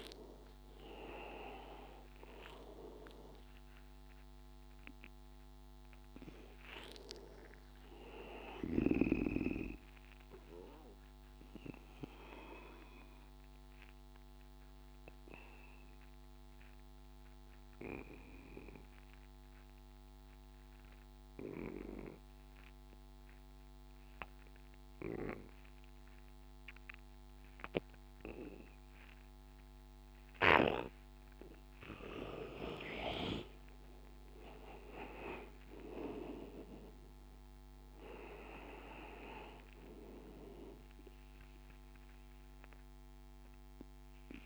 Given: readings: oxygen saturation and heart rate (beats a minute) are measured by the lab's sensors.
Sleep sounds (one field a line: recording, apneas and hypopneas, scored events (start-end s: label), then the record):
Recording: breathing in sleep by a microphone on the trachea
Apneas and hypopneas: 1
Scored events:
0.00-5.00 s: oxygen desaturation (device-marked, oxygen 90% lowest, heart rate 81 extreme)
5.50-9.00 s: arousal
10.50-30.50 s: obstructive apnea (oxygen 99% before, 87% lowest, heart rate 95 before, 81 extreme, up 7 after)
31.00-44.45 s: oxygen desaturation (device-marked, oxygen 98% before, 87% lowest, heart rate 86 before, 84 extreme)
32.00-36.00 s: arousal
From the record:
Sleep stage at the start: N2 (light sleep)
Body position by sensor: on the back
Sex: male